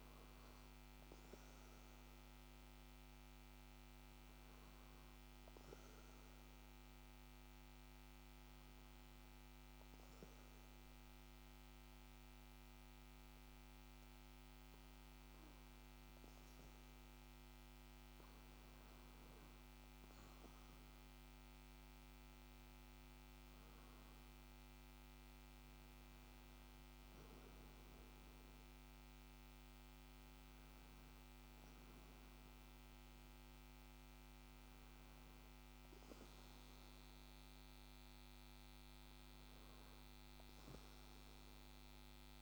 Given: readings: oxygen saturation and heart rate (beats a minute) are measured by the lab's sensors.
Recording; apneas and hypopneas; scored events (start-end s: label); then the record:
breathing in sleep, hard to hear, by a microphone on the trachea; 1
7.00-18.00 s: hypopnea (oxygen 95% before, 92% lowest, heart rate 61 before, 57 extreme, up 2 after)
20.00-23.00 s: arousal
From the record:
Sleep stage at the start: REM sleep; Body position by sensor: on the back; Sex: male